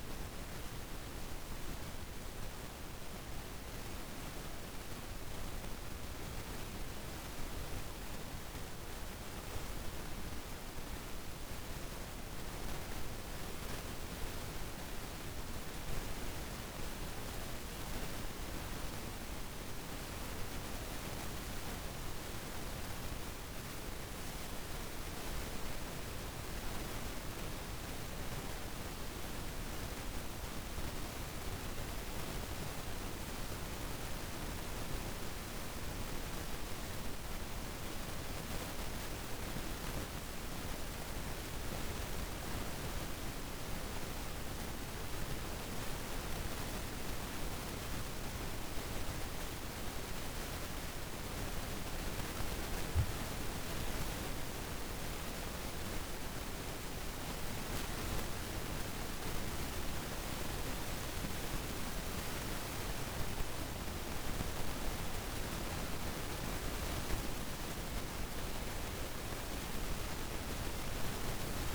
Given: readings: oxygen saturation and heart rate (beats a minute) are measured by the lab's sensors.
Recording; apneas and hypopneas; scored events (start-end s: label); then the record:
breathing in sleep, hard to hear, by a room microphone; 1
38.50-49.50 s: obstructive apnea (oxygen 94% before, 89% lowest, heart rate 56 before, 53 extreme, up 2 after)
52.50-57.50 s: arousal
53.50-67.50 s: oxygen desaturation (device-marked, oxygen 95% before, 89% lowest, heart rate 55 before, 53 extreme)
From the record:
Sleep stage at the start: N2 (light sleep); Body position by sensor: on the back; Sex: female